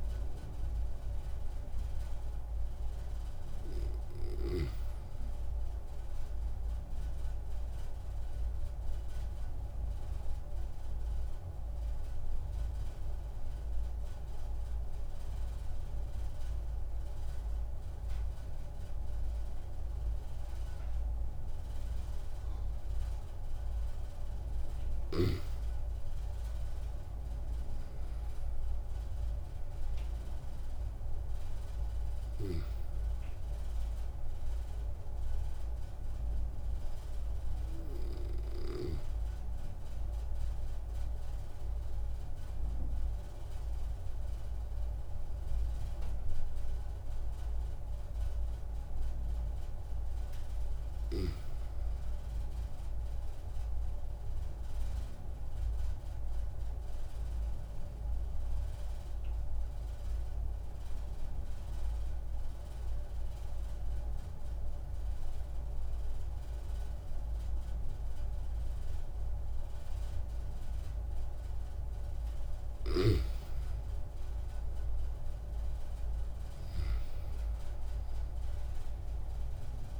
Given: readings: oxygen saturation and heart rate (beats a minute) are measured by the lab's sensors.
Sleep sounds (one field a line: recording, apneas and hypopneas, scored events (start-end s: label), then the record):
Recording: breathing in sleep, hard to hear, by a room microphone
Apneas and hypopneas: 3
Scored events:
9.50-23.00 s: obstructive apnea (oxygen 96% before, 93% lowest)
26.50-30.50 s: arousal
40.50-51.00 s: obstructive apnea (oxygen 97% before, 92% lowest)
52.00-54.50 s: arousal
56.00-71.00 s: obstructive apnea (oxygen 97% before, 92% lowest)
73.50-77.50 s: arousal
79.00-80.00 s: oxygen desaturation (device-marked, oxygen 96% before, 92% lowest)
From the record:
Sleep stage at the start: N2 (light sleep)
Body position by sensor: on the back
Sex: male